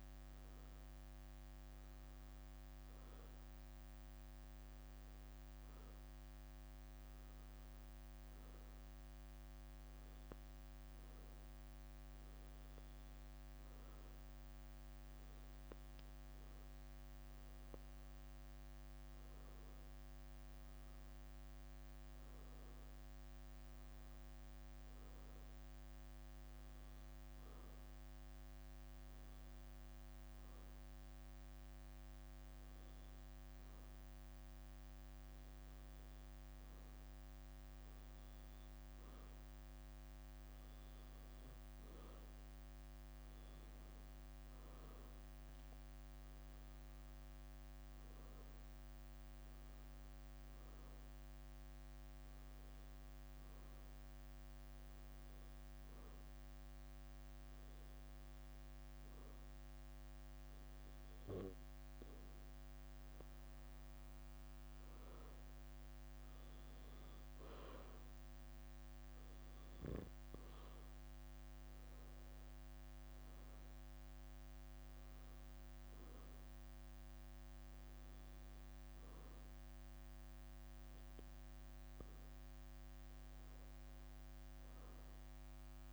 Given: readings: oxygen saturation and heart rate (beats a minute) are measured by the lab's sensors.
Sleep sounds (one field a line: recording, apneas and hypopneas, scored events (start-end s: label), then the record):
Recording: breathing in sleep, hard to hear, by a microphone on the trachea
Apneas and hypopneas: 3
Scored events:
2.00-16.50 s: obstructive apnea (oxygen 95% before, 90% lowest, heart rate 73 before, 71 extreme, up 4 after)
18.50-22.50 s: arousal
23.50-33.50 s: leg movement (device-marked)
27.00-40.00 s: obstructive apnea (oxygen 92% before, 89% lowest, heart rate 73 before, 71 extreme, up 4 after)
34.50-41.00 s: leg movement (device-marked)
42.50-46.50 s: arousal
46.00-56.50 s: leg movement (device-marked)
51.00-62.00 s: obstructive apnea (oxygen 93% before, 89% lowest, heart rate 73 before, 71 extreme, up 5 after)
63.50-67.00 s: arousal
From the record:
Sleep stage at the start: N2 (light sleep)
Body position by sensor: on the back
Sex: female